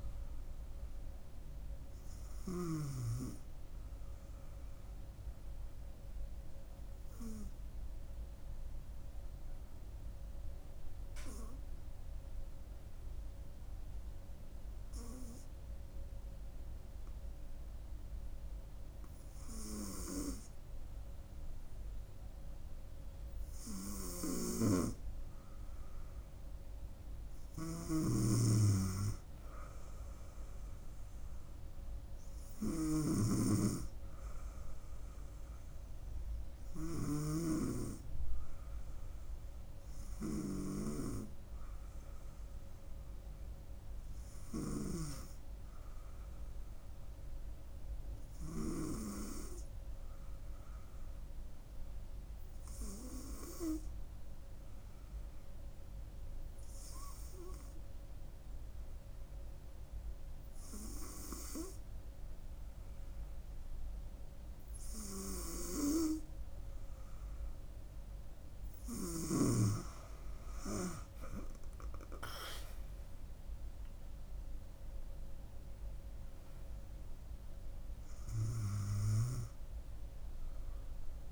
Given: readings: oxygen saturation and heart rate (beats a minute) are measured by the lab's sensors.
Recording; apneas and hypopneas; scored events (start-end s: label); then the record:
breathing in sleep by a room microphone; 2
5.00-23.50 s: hypopnea (oxygen 97% before, 95% lowest, heart rate 72 before, 66 extreme, up 3 after)
26.00-29.00 s: arousal
52.00-67.00 s: hypopnea (oxygen 98% before, 95% lowest, heart rate 70 before, 65 extreme, up 2 after)
71.50-76.00 s: arousal
From the record:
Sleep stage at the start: N2 (light sleep); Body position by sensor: on the front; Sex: female